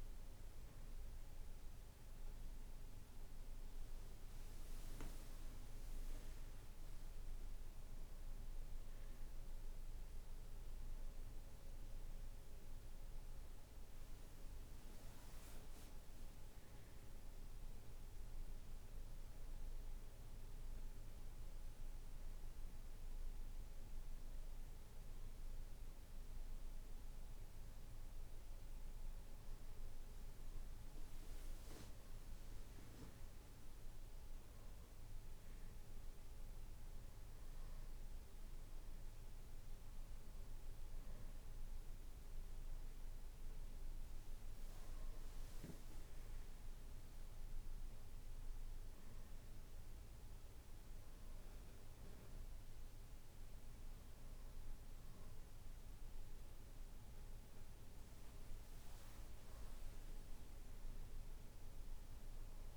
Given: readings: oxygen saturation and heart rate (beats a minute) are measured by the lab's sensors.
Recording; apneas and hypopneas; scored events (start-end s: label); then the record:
breathing in sleep, hard to hear, by a room microphone; none
none scored
From the record:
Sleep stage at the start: N2 (light sleep); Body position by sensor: on the back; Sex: male